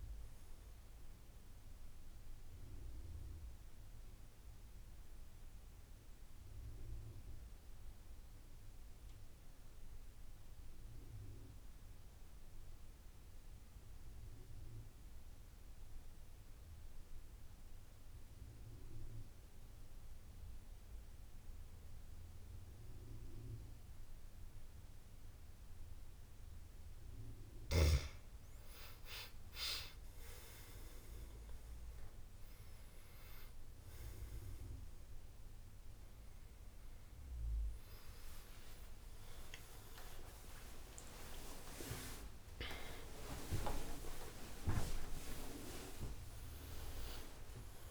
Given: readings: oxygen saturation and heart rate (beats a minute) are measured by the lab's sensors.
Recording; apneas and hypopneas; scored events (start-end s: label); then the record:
breathing in sleep by a room microphone; 1
0.00-17.50 s: oxygen desaturation (device-marked, oxygen 90% lowest, heart rate 64 extreme)
4.00-26.00 s: mixed apnea (oxygen 96% before, 84% lowest, heart rate 85 before, 64 extreme, up 14 after)
28.50-47.91 s: oxygen desaturation (device-marked, oxygen 97% before, 84% lowest, heart rate 74 before, 67 extreme)
42.50-47.91 s: new sleep stage, awake
From the record:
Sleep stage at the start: N2 (light sleep); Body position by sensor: on the back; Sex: male